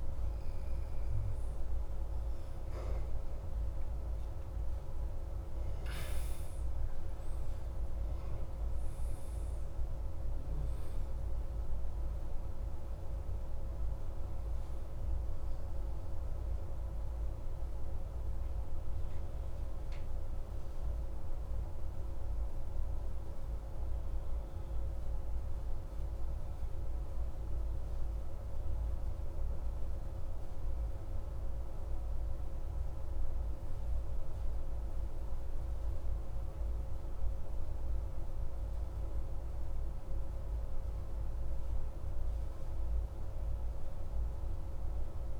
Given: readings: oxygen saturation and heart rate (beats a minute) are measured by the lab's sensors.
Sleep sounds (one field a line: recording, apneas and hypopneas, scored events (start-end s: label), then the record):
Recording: breathing in sleep, hard to hear, by a room microphone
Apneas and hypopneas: none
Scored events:
0.00-20.50 s: oxygen desaturation (device-marked, oxygen 93% lowest)
From the record:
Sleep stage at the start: N2 (light sleep)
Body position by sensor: on the back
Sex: male